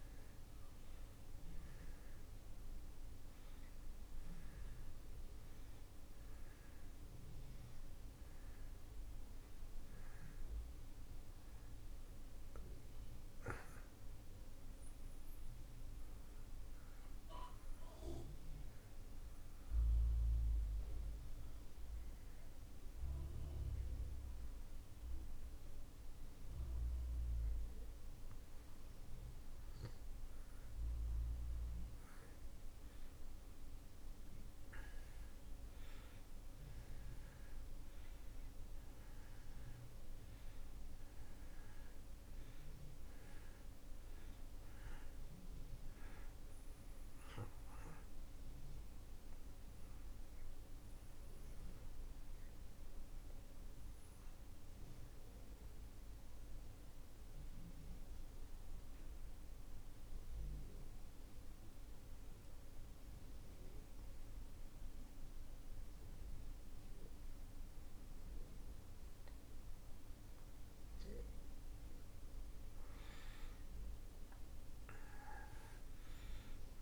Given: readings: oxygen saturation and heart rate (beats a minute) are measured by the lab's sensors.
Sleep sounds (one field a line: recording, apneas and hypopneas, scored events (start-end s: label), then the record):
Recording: breathing in sleep, hard to hear, by a room microphone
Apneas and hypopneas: 2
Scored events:
12.00-27.00 s: oxygen desaturation (device-marked, oxygen 91% before, 87% lowest)
12.50-30.50 s: obstructive apnea (oxygen 92% before, 86% lowest)
32.50-37.50 s: arousal
45.00-70.00 s: oxygen desaturation (device-marked, oxygen 95% before, 86% lowest)
48.00-72.50 s: obstructive apnea (oxygen 96% before, 78% lowest)
74.00-76.82 s: arousal
From the record:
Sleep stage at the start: N2 (light sleep)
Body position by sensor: on the back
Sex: male